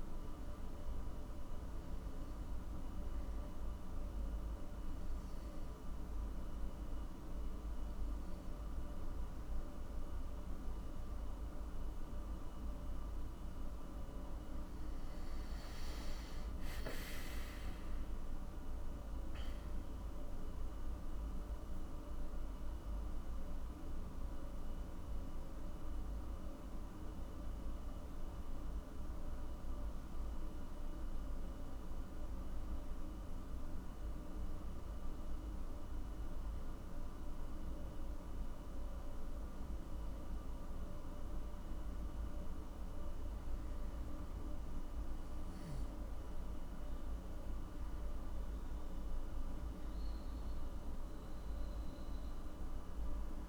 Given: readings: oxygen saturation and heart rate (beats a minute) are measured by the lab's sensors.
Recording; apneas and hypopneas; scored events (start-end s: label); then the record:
breathing in sleep, hard to hear, by a room microphone; none
17.00-20.50 s: arousal
51.50-53.49 s: arousal
From the record:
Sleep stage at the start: N2 (light sleep); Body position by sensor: on the back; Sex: male